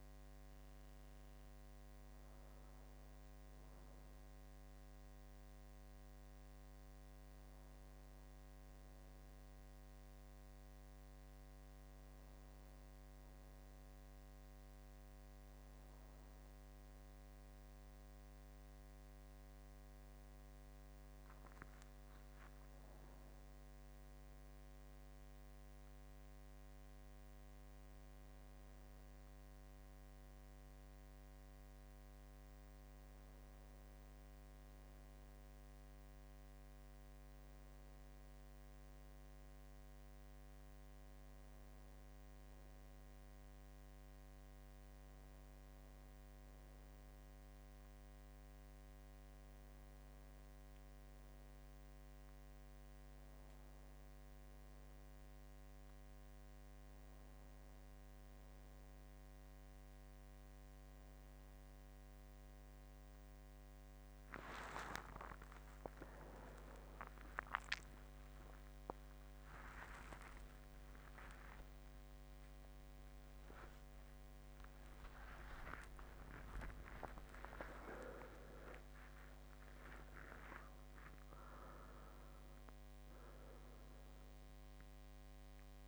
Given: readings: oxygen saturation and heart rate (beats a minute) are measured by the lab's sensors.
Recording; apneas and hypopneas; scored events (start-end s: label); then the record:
breathing in sleep by a microphone on the trachea; none
71.00-77.50 s: arousal
From the record:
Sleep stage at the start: N2 (light sleep); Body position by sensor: on the back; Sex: male